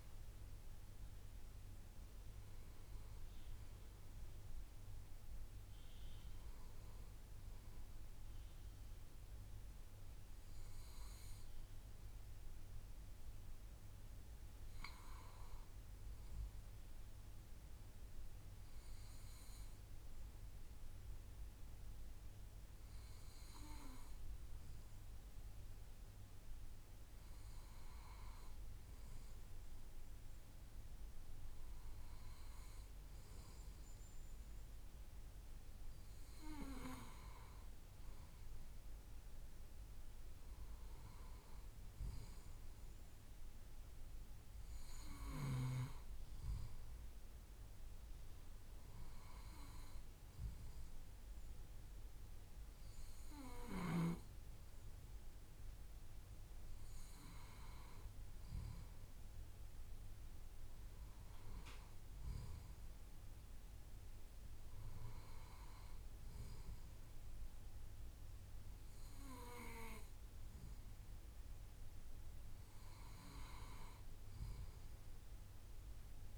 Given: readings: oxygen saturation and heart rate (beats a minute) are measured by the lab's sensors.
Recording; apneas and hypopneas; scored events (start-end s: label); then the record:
breathing in sleep by a room microphone; none
none scored
From the record:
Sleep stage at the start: N2 (light sleep); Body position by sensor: on the left side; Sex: male